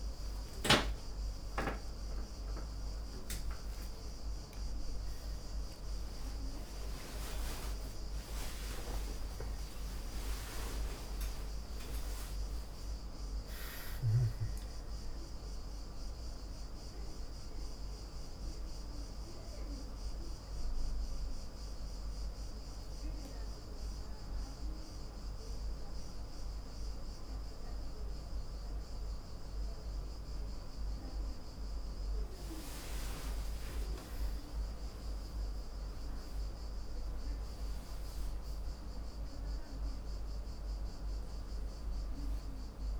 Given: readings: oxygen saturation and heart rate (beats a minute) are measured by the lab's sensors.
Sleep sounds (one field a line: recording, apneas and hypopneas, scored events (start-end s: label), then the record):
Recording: a person awake in a sleep study, by a room microphone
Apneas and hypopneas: none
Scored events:
0.00-14.00 s: oxygen desaturation (device-marked, oxygen 97% before, 93% lowest, heart rate 62 before, 47 extreme)
29.00-43.00 s: new sleep stage, N2 (light sleep)
From the record:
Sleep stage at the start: awake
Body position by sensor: on the back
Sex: male